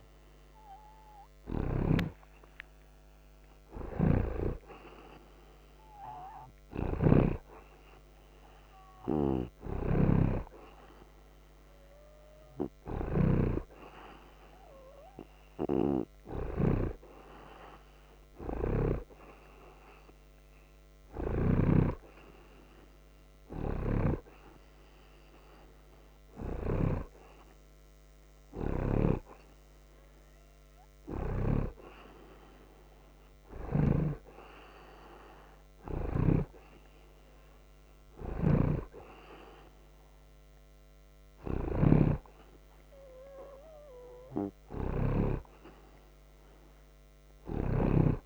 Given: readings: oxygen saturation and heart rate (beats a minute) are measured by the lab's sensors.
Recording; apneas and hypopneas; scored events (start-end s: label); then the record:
breathing in sleep by a microphone on the trachea; none
0.00-22.00 s: snoring (device-marked)
3.50-7.50 s: arousal
36.00-45.50 s: snoring (device-marked)
From the record:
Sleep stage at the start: N2 (light sleep); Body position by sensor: on the right side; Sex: male